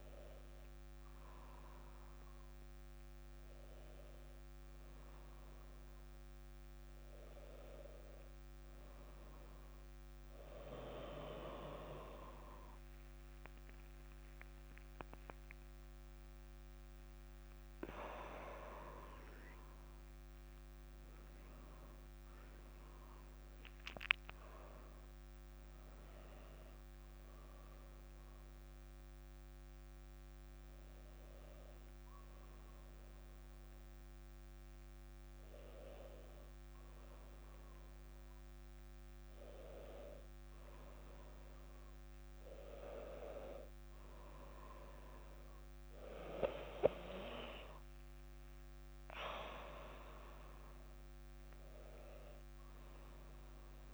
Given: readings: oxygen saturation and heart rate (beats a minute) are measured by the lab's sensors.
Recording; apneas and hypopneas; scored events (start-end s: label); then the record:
breathing in sleep by a microphone on the trachea; none
12.50-25.50 s: drop in pulse transit time (device-marked, heart rate 63 before, 65 extreme)
14.50-21.00 s: arousal
43.50-53.94 s: new sleep stage, N2 (light sleep)
From the record:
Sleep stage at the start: N1 (lightest sleep); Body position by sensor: on the back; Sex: female